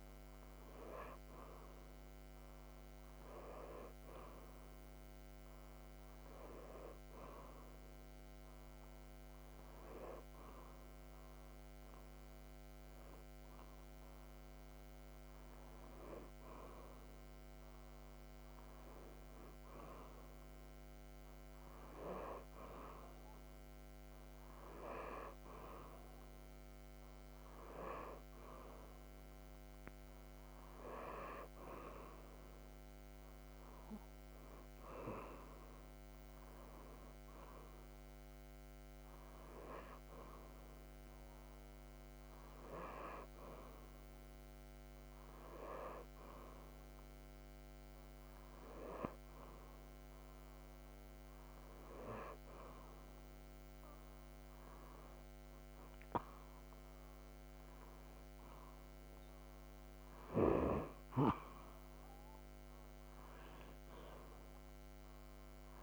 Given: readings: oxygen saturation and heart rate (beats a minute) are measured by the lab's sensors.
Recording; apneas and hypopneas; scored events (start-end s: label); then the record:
breathing in sleep by a microphone on the trachea; none
none scored
From the record:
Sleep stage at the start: N2 (light sleep); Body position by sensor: upright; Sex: male